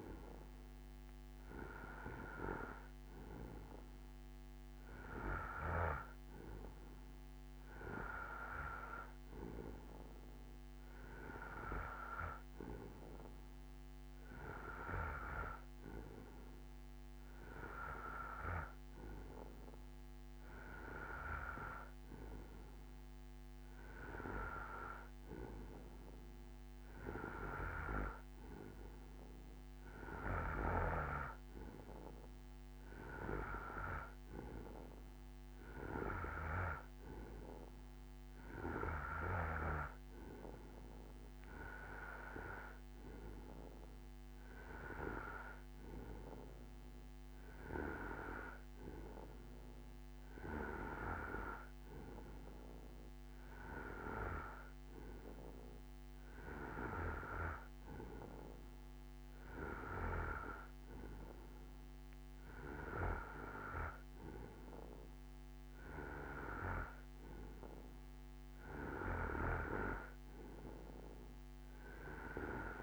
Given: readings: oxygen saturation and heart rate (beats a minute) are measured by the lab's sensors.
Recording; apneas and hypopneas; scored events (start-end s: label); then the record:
breathing in sleep by a microphone on the trachea; none
0.00-11.50 s: bradycardia (device-marked, heart rate 26 extreme)
From the record:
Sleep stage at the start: N2 (light sleep); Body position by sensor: on the right side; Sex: male